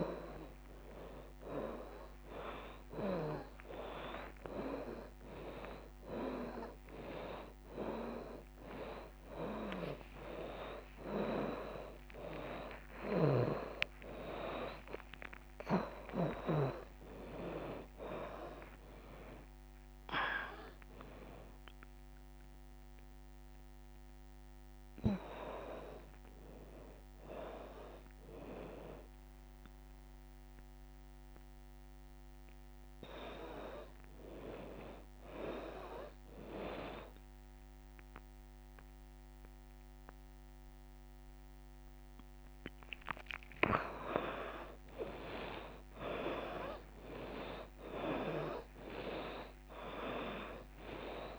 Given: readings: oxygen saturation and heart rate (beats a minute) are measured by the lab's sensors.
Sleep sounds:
a person awake in a sleep study, by a microphone on the trachea; none
4.00-6.00 s: long interval between heartbeats (device-marked, heart rate 72 before, 60 extreme)
8.50-21.50 s: drop in pulse transit time (device-marked)
9.50-14.50 s: bradycardia (device-marked)
15.50-17.50 s: long interval between heartbeats (device-marked, heart rate 67 before, 52 extreme)
18.00-20.00 s: long interval between heartbeats (device-marked, heart rate 65 before, 68 extreme)
20.50-22.50 s: long interval between heartbeats (device-marked, heart rate 68 before, 120 extreme)
23.50-25.50 s: long interval between heartbeats (device-marked, heart rate 76 before, 88 extreme)
26.50-28.50 s: long interval between heartbeats (device-marked, heart rate 81 before, 86 extreme)
29.00-31.00 s: long interval between heartbeats (device-marked, heart rate 84 before, 90 extreme)
35.00-37.00 s: long interval between heartbeats (device-marked, heart rate 94 before, 67 extreme)
42.00-44.00 s: long interval between heartbeats (device-marked, heart rate 90 before, 110 extreme)
45.50-47.50 s: long interval between heartbeats (device-marked, heart rate 91 before, 110 extreme)
49.50-51.39 s: long interval between heartbeats (device-marked, heart rate 94 before, 77 extreme)
From the record:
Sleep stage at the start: awake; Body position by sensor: upright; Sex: female

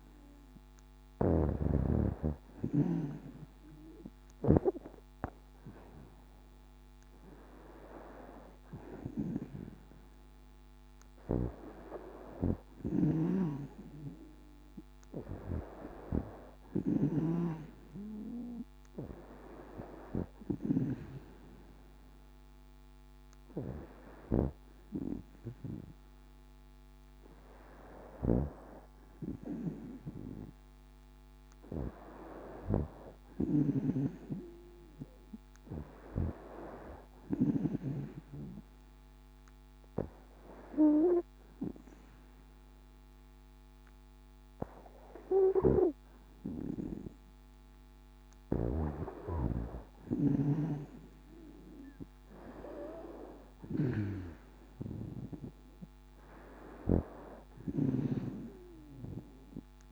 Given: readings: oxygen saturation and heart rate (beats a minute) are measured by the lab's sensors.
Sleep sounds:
breathing in sleep by a microphone on the trachea; 1
1.00-4.50 s: snoring (device-marked)
12.50-17.00 s: snoring (device-marked)
33.00-37.50 s: snoring (device-marked)
38.00-48.00 s: obstructive apnea (oxygen 96% before, 93% lowest, heart rate 62 before, 58 extreme, up 4 after)
50.50-54.50 s: arousal
From the record:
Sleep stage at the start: N2 (light sleep); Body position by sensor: on the back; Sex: female

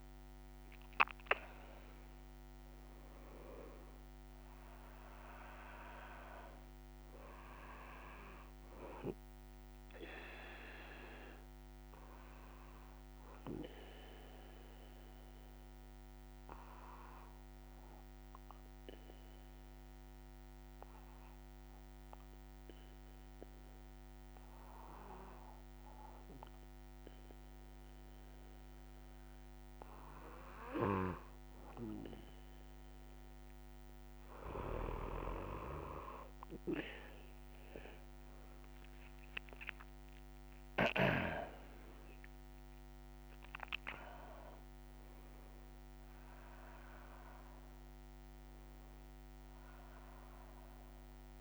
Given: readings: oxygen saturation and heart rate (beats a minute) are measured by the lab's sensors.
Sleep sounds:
breathing in sleep by a microphone on the trachea; 1
12.50-33.00 s: obstructive apnea (oxygen 97% before, 93% lowest, heart rate 68 before, 25 extreme, up 15 after)
40.00-51.41 s: oxygen desaturation (device-marked, oxygen 98% before, 93% lowest)
From the record:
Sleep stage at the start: N3 (deep sleep); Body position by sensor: on the back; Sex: male

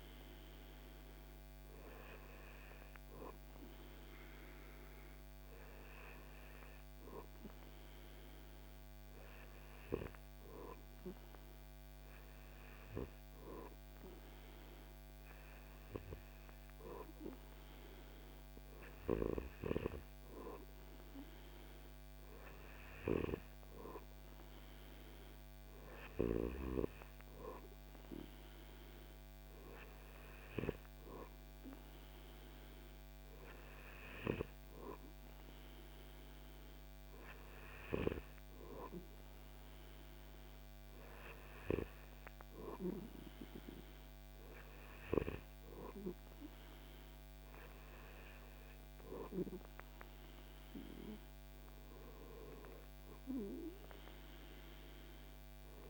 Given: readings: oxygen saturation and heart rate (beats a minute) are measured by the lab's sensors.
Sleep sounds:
breathing in sleep by a microphone on the trachea; none
none scored
From the record:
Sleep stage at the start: N2 (light sleep); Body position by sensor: on the back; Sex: male

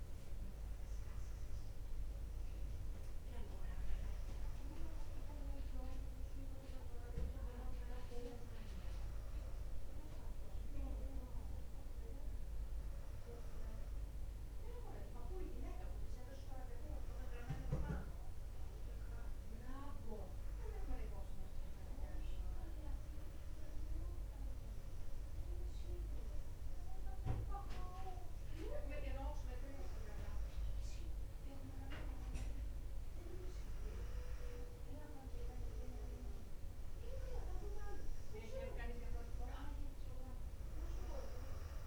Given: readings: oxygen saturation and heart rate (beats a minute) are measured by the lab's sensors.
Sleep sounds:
breathing in sleep by a room microphone; 1
19.50-30.50 s: hypopnea (oxygen 99% before, 96% lowest, heart rate 60 before, 58 extreme, up 2 after)
34.50-38.00 s: arousal
From the record:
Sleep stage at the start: N2 (light sleep); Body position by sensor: on the back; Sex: female

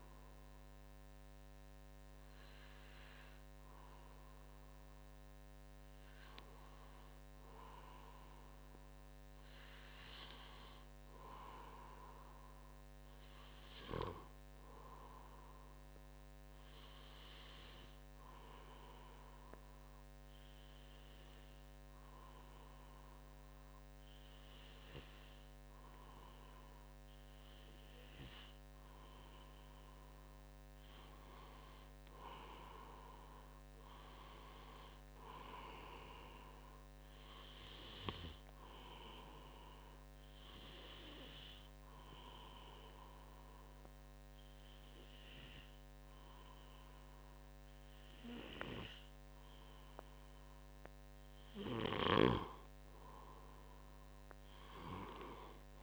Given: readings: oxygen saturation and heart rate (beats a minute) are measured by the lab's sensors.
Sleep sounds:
breathing in sleep by a microphone on the trachea; 2
16.50-29.00 s: obstructive apnea (oxygen 95% before, 94% lowest, heart rate 67 before, 65 extreme, up 4 after)
31.00-34.50 s: arousal
38.50-51.00 s: obstructive apnea (oxygen 96% before, 93% lowest, heart rate 67 before, 64 extreme, up 5 after)
51.50-55.50 s: arousal
From the record:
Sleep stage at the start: N2 (light sleep); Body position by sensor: on the back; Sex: male

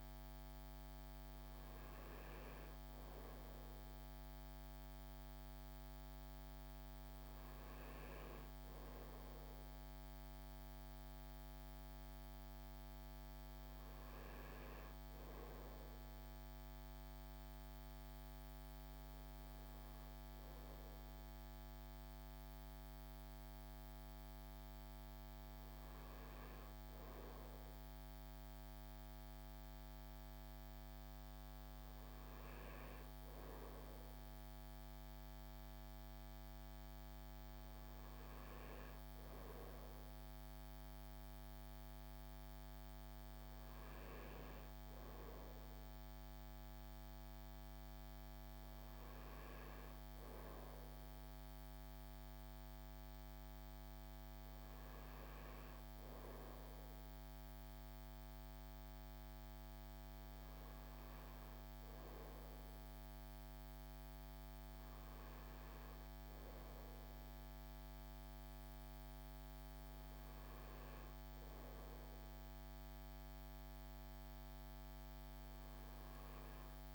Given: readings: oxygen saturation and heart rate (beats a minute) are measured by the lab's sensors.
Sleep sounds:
breathing in sleep, hard to hear, by a microphone on the trachea; none
none scored
From the record:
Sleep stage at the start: N2 (light sleep); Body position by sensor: on the front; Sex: male

